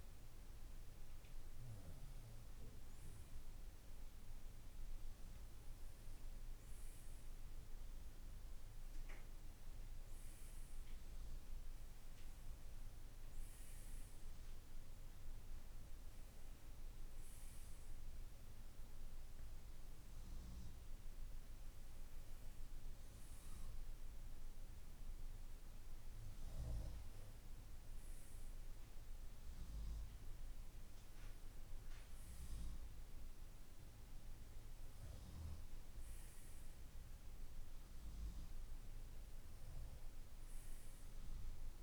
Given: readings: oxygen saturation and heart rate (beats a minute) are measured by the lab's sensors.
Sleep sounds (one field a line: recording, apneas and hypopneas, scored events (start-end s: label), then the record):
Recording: breathing in sleep, hard to hear, by a room microphone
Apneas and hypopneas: none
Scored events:
none scored
From the record:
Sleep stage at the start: N2 (light sleep)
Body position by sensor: on the right side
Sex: male